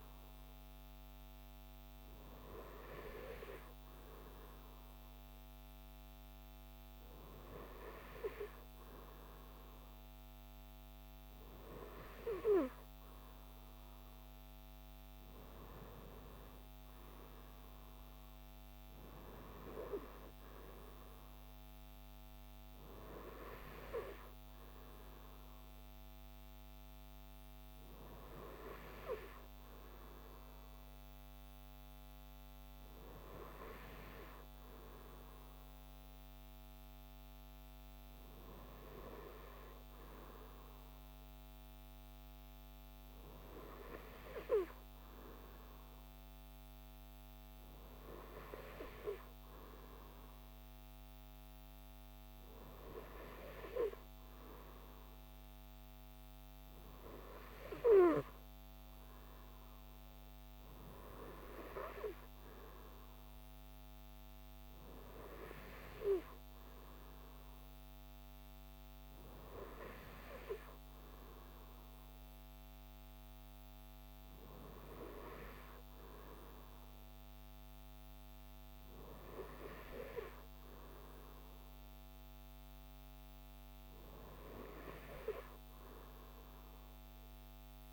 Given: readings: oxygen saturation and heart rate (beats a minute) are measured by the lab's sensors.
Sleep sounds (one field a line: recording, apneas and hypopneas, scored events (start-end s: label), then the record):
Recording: breathing in sleep by a microphone on the trachea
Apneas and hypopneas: none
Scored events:
none scored
From the record:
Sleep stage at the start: N2 (light sleep)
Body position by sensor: on the right side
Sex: male